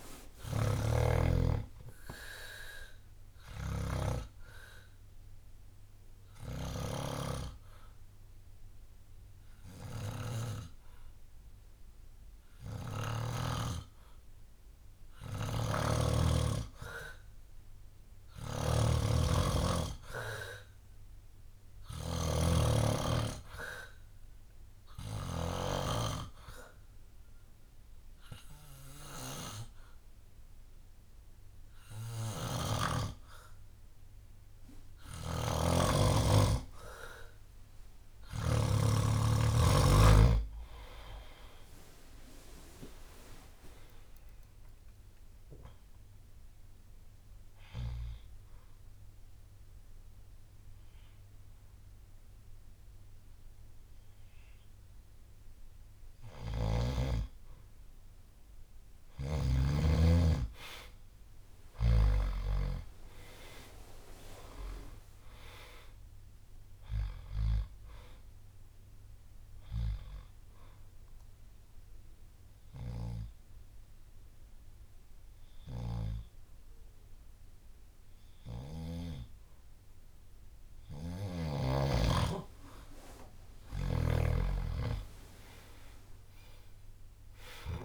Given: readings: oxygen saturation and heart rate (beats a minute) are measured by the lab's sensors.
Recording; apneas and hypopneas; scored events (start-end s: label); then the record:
breathing in sleep by a room microphone; 4
0.00-5.00 s: drop in pulse transit time (device-marked, heart rate 61 extreme)
3.00-14.50 s: obstructive apnea (oxygen 96% before, 93% lowest, heart rate 63 before, 59 extreme, up 5 after)
6.50-13.00 s: snoring (device-marked)
15.00-25.50 s: snoring (device-marked)
17.50-20.50 s: arousal
22.00-31.00 s: drop in pulse transit time (device-marked, heart rate 65 before, 64 extreme)
23.00-33.00 s: obstructive apnea (oxygen 96% before, 90% lowest, heart rate 64 before, 57 extreme, up 7 after)
32.00-38.50 s: snoring (device-marked)
41.50-45.50 s: arousal
42.00-53.00 s: drop in pulse transit time (device-marked, heart rate 66 before, 62 extreme)
47.50-58.00 s: obstructive apnea (oxygen 96% before, 90% lowest, heart rate 68 before, 56 extreme, up 12 after)
50.00-60.00 s: bradycardia (device-marked, heart rate 66 before, 57 extreme)
62.00-65.50 s: arousal
70.00-79.00 s: bradycardia (device-marked, heart rate 66 before, 56 extreme)
70.00-87.00 s: oxygen desaturation (device-marked, oxygen 95% before, 90% lowest, heart rate 63 before, 56 extreme)
70.50-81.00 s: obstructive apnea (oxygen 96% before, 90% lowest, heart rate 63 before, 56 extreme, up 17 after)
83.50-87.84 s: arousal
85.00-87.84 s: drop in pulse transit time (device-marked, heart rate 62 before, 66 extreme)
From the record:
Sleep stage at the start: N2 (light sleep); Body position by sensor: on the back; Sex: male